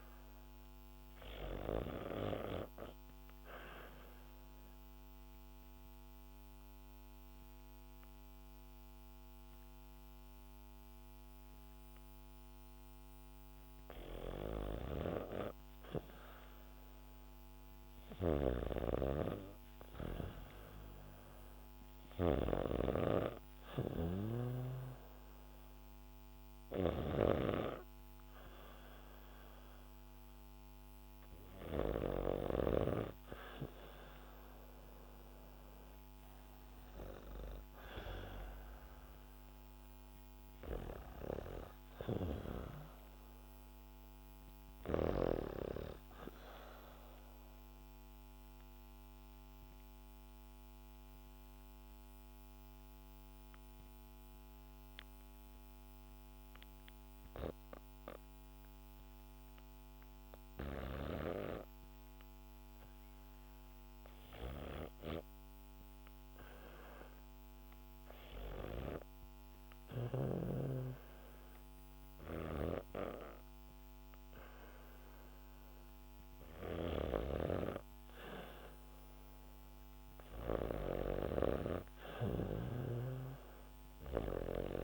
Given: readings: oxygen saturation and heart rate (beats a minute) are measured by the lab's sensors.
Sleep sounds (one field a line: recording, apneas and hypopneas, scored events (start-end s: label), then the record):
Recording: breathing in sleep by a microphone on the trachea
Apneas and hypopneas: 2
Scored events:
0.00-1.00 s: arousal
0.00-22.00 s: oxygen desaturation (device-marked, oxygen 91% lowest, heart rate 59 extreme)
2.50-14.00 s: obstructive apnea (oxygen 99% before, 91% lowest, heart rate 66 before, 62 extreme, up 7 after)
18.00-32.50 s: snoring (device-marked)
19.50-25.00 s: arousal
24.00-37.00 s: oxygen desaturation (device-marked, oxygen 94% before, 91% lowest, heart rate 65 before, 65 extreme)
32.00-84.84 s: new sleep stage, N2 (light sleep)
47.50-76.00 s: hypopnea (oxygen 97% before, 94% lowest, heart rate 76 before, 63 extreme, up 7 after)
73.00-84.84 s: oxygen desaturation (device-marked, oxygen 99% before, 94% lowest, heart rate 67 before, 70 extreme)
76.50-84.84 s: snoring (device-marked)
79.00-83.00 s: arousal
From the record:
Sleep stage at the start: REM sleep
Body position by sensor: on the back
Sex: female